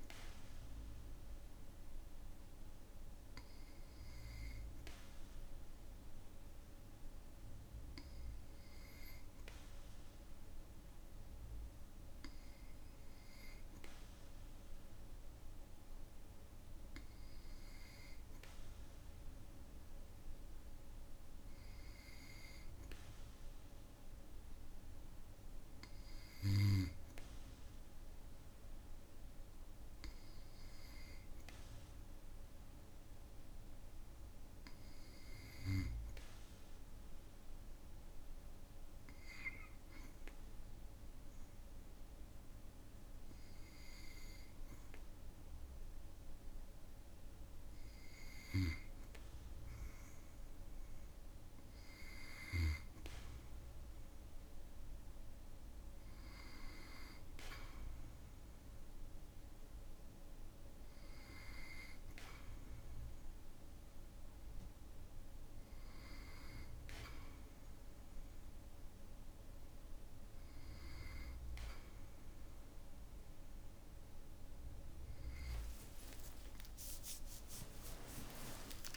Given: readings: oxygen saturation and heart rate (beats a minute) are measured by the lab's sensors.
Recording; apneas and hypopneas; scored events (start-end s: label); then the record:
breathing in sleep by a room microphone; none
76.00-78.00 s: long interval between heartbeats (device-marked, heart rate 55 before, 68 extreme)
76.00-78.97 s: arousal
From the record:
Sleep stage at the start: N2 (light sleep); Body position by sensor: on the back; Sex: male